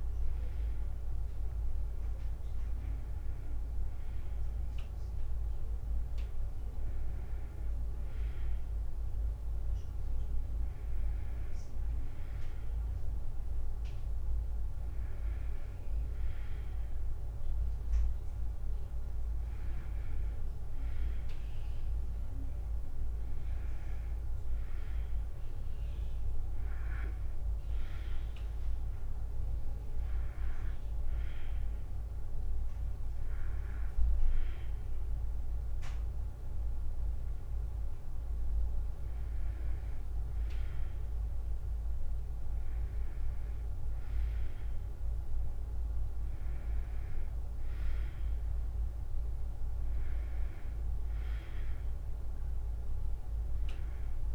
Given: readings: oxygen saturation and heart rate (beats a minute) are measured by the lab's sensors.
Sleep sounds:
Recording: breathing in sleep, hard to hear, by a room microphone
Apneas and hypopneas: none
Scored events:
none scored
From the record:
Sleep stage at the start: N2 (light sleep)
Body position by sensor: on the back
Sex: female

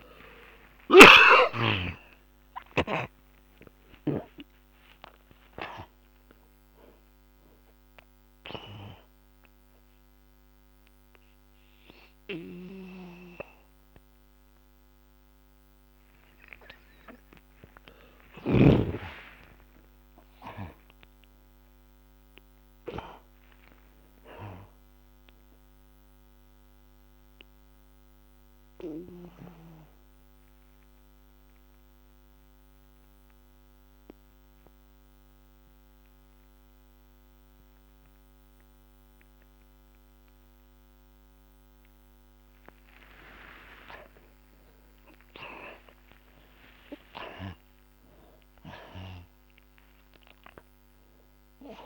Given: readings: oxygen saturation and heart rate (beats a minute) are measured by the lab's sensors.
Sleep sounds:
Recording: breathing in sleep by a microphone on the trachea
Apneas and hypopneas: 1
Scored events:
0.00-2.00 s: oxygen desaturation (device-marked, oxygen 70% lowest, heart rate 54 extreme)
0.00-3.00 s: arousal
13.00-24.00 s: oxygen desaturation (device-marked, oxygen 94% before, 75% lowest)
20.50-25.00 s: arousal
27.00-41.00 s: obstructive apnea (oxygen 94% before, 71% lowest)
44.00-50.00 s: arousal
49.00-51.86 s: oxygen desaturation (device-marked, oxygen 94% before, 72% lowest)
From the record:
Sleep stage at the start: N2 (light sleep)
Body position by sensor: on the back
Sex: male

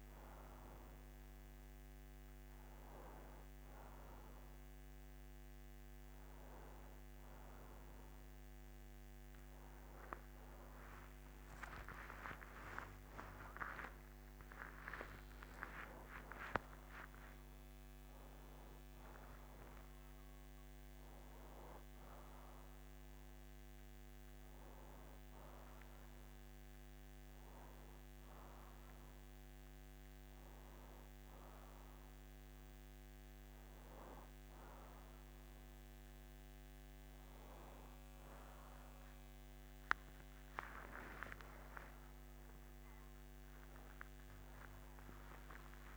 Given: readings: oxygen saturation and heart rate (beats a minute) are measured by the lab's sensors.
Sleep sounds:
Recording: breathing in sleep by a microphone on the trachea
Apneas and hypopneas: none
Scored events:
11.00-16.50 s: arousal
42.00-45.97 s: arousal
From the record:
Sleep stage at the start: N1 (lightest sleep)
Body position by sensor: on the right side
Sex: male

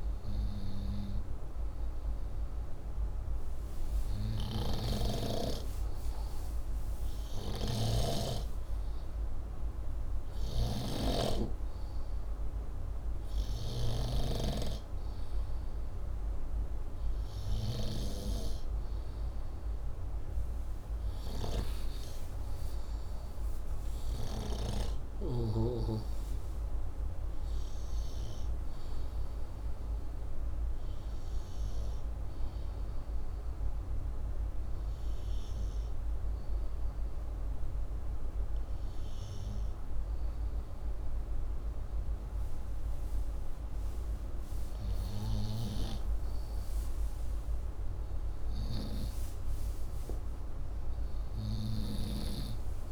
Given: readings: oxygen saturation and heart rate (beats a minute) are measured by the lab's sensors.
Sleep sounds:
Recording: breathing in sleep by a room microphone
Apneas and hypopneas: none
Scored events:
4.50-14.00 s: snoring (device-marked)
From the record:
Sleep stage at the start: N2 (light sleep)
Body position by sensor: upright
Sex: male

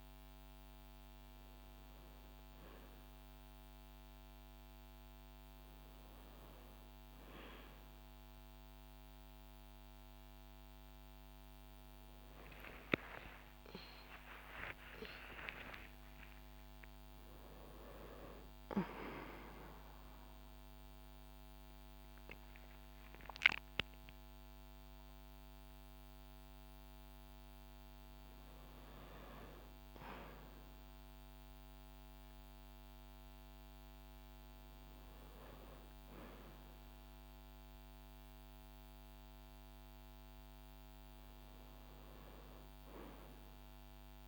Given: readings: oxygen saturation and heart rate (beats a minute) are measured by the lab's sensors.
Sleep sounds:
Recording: a person awake in a sleep study, by a microphone on the trachea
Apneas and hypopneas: none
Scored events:
none scored
From the record:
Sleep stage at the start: awake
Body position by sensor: on the back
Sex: female

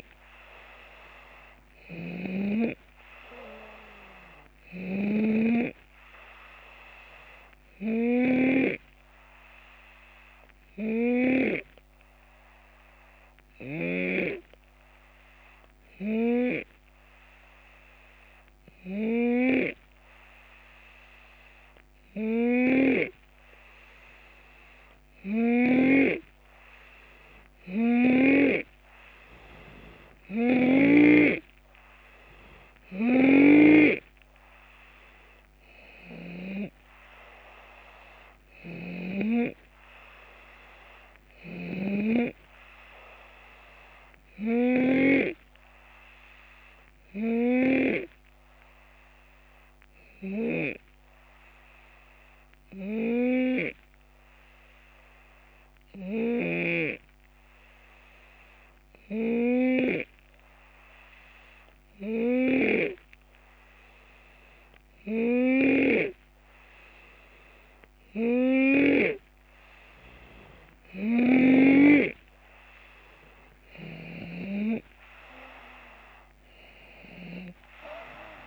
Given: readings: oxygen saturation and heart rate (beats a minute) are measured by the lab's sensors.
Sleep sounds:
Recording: breathing in sleep by a microphone on the trachea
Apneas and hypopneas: 2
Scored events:
0.00-1.00 s: arousal
1.50-19.50 s: snoring (device-marked)
8.50-23.50 s: hypopnea (oxygen 92% before, 90% lowest, heart rate 76 before, 73 extreme, up 3 after)
27.00-30.50 s: arousal
33.00-39.00 s: snoring (device-marked)
41.00-69.00 s: snoring (device-marked)
46.50-67.50 s: hypopnea (oxygen 93% before, 89% lowest, heart rate 78 before, 71 extreme, up 5 after)
From the record:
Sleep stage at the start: N2 (light sleep)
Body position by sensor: on the left side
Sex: male

